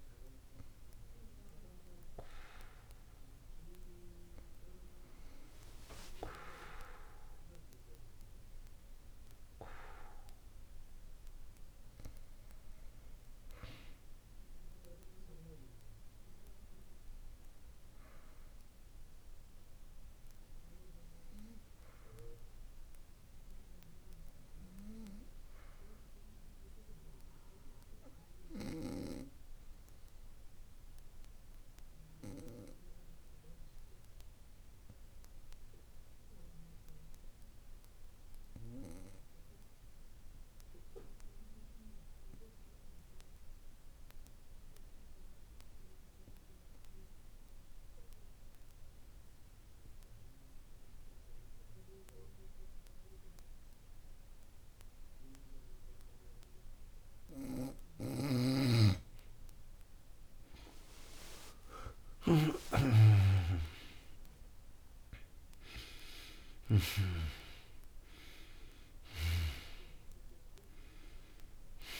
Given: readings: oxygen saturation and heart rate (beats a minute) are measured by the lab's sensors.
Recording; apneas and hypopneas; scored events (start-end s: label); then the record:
breathing in sleep by a room microphone; 1
5.00-10.00 s: arousal
28.00-58.00 s: obstructive apnea (oxygen 97% before, 88% lowest, heart rate 50 before, 47 extreme, up 15 after)
48.00-72.00 s: oxygen desaturation (device-marked, oxygen 96% before, 88% lowest, heart rate 49 before, 46 extreme)
60.50-66.00 s: arousal
From the record:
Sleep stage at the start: N2 (light sleep); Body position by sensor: on the back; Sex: male